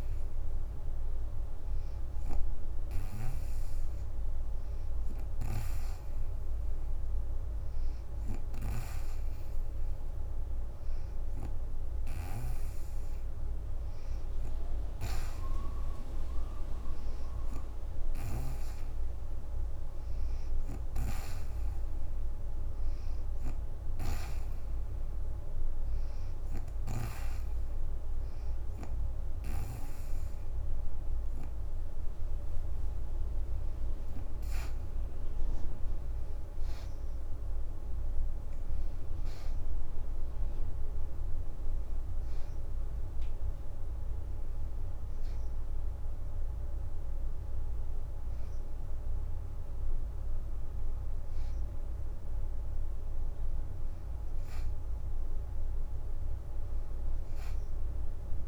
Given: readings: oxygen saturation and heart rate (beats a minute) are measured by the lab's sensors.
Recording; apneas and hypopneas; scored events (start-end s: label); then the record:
breathing in sleep by a room microphone; none
2.50-18.00 s: snoring (device-marked)
17.00-18.00 s: leg movement (device-marked)
19.50-24.00 s: leg movement (device-marked)
25.50-26.50 s: leg movement (device-marked)
50.50-58.48 s: oxygen desaturation (device-marked, oxygen 90% before, 87% lowest, heart rate 66 before, 52 extreme)
From the record:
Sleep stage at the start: N2 (light sleep); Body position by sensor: on the right side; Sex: female